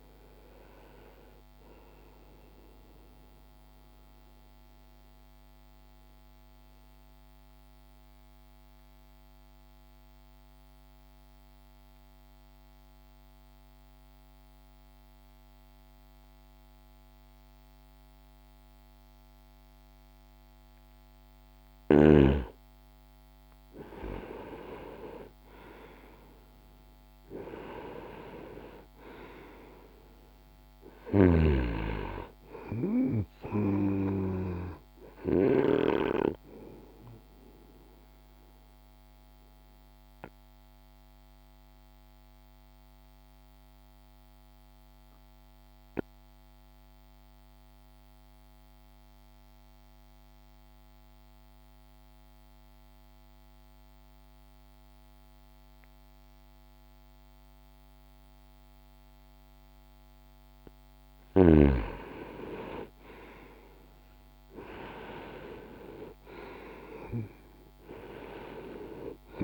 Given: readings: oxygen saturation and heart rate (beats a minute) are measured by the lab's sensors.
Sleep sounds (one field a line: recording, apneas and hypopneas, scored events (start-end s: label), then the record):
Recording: breathing in sleep by a microphone on the trachea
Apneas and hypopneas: 2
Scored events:
0.00-2.50 s: oxygen desaturation (device-marked, oxygen 90% lowest, heart rate 61 extreme)
3.00-21.50 s: mixed apnea (oxygen 97% before, 87% lowest, heart rate 91 before, 61 extreme, up 1 after)
4.50-18.50 s: oxygen desaturation (device-marked, oxygen 92% before, 89% lowest, heart rate 92 before, 61 extreme)
23.50-28.50 s: arousal
30.50-54.50 s: oxygen desaturation (device-marked, oxygen 99% before, 87% lowest, heart rate 62 before, 60 extreme)
37.50-58.50 s: obstructive apnea (oxygen 99% before, 87% lowest, heart rate 62 before, 60 extreme, up 1 after)
61.00-65.00 s: arousal
61.50-69.44 s: oxygen desaturation (device-marked, oxygen 97% before, 91% lowest, heart rate 62 before, 47 extreme)
From the record:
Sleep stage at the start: N2 (light sleep)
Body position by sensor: on the back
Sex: male